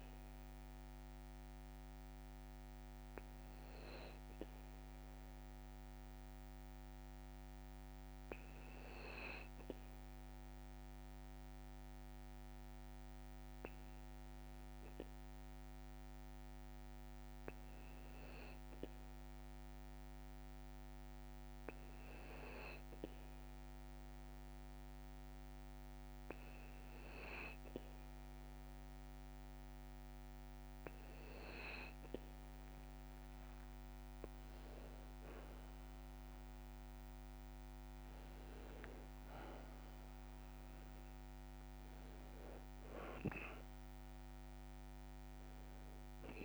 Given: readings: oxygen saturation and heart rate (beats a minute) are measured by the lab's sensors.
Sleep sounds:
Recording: breathing in sleep by a microphone on the trachea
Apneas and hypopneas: none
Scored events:
31.50-40.50 s: tachycardia (device-marked, heart rate 58 before, 183 extreme)
33.00-38.50 s: arousal
35.50-37.50 s: long interval between heartbeats (device-marked, heart rate 62 before, 144 extreme)
37.50-39.50 s: long interval between heartbeats (device-marked, heart rate 72 before, 180 extreme)
From the record:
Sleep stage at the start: N2 (light sleep)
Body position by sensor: on the back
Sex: male

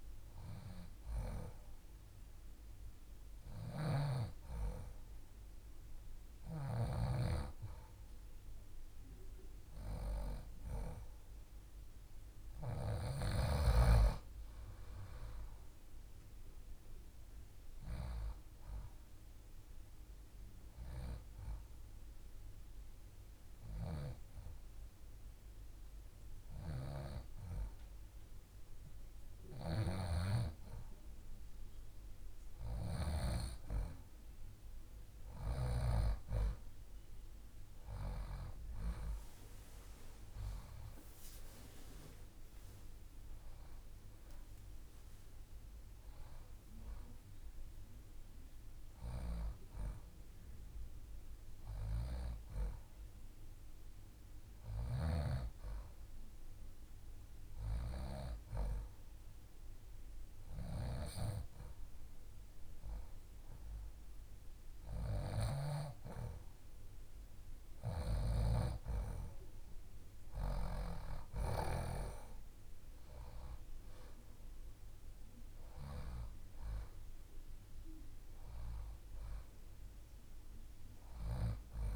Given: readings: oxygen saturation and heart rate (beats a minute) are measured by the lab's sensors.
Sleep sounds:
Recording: breathing in sleep by a room microphone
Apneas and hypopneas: 2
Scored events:
18.00-30.50 s: hypopnea (oxygen 91% before, 87% lowest, heart rate 72 before, 66 extreme, up 5 after)
32.00-35.50 s: arousal
55.50-67.50 s: hypopnea (oxygen 90% before, 87% lowest, heart rate 74 before, 69 extreme, up 6 after)
69.50-74.00 s: arousal
79.50-81.96 s: oxygen desaturation (device-marked, oxygen 91% before, 87% lowest, heart rate 73 before, 71 extreme)
From the record:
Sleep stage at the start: N2 (light sleep)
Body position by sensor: on the left side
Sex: female

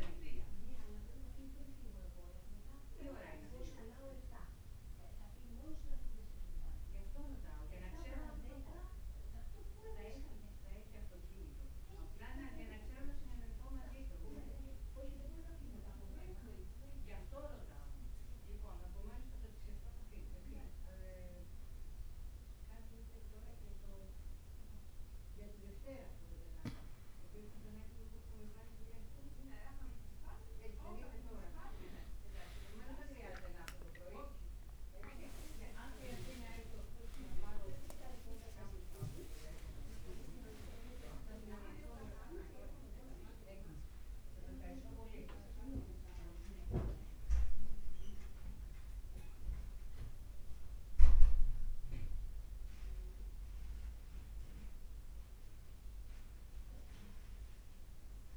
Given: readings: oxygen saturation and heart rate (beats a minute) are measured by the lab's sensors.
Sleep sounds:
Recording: breathing in sleep by a room microphone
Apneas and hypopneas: 1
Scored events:
6.50-26.00 s: mixed apnea (oxygen 96% before, 94% lowest, heart rate 55 before, 51 extreme, up 2 after)
28.00-31.50 s: arousal
32.00-33.50 s: leg movement (device-marked)
36.00-42.50 s: leg movement (device-marked)
38.50-58.37 s: new sleep stage, N1 (lightest sleep)
40.50-42.50 s: long interval between heartbeats (device-marked, heart rate 54 before, 68 extreme)
From the record:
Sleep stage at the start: N2 (light sleep)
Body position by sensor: on the back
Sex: male

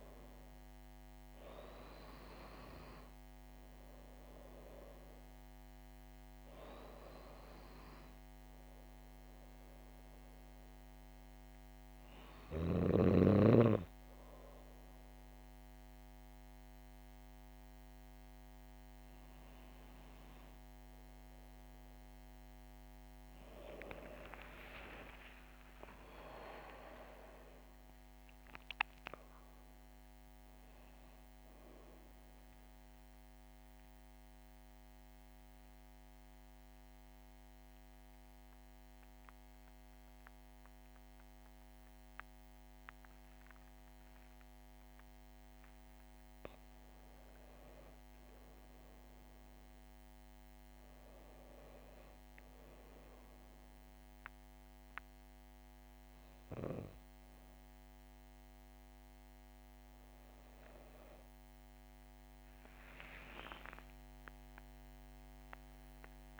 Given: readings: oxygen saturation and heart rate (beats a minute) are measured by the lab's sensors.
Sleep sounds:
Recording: breathing in sleep by a microphone on the trachea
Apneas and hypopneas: 1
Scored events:
26.00-30.00 s: arousal
32.00-45.00 s: central apnea (oxygen 99% before, 97% lowest, heart rate 77 before, 62 extreme, up 11 after)
46.50-50.50 s: arousal
66.00-66.40 s: new sleep stage, awake
From the record:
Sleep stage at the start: N2 (light sleep)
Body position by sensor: on the back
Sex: female

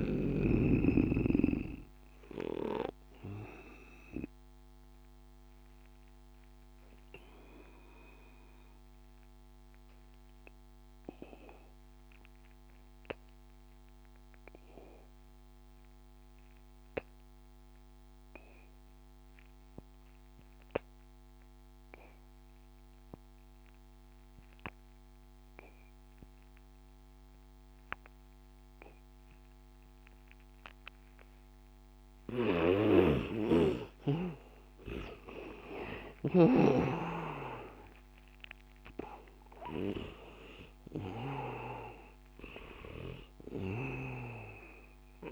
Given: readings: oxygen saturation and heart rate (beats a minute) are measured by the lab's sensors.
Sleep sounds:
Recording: breathing in sleep by a microphone on the trachea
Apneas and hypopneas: 1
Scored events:
0.00-14.00 s: oxygen desaturation (device-marked, oxygen 83% lowest, heart rate 82 extreme)
5.00-32.50 s: obstructive apnea (oxygen 99% before, 82% lowest, heart rate 88 before, 82 extreme, up 10 after)
26.00-45.32 s: oxygen desaturation (device-marked, oxygen 99% before, 82% lowest, heart rate 87 before, 76 extreme)
32.00-41.50 s: snoring (device-marked)
35.50-39.00 s: arousal
From the record:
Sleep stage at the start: N2 (light sleep)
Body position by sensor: on the back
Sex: male

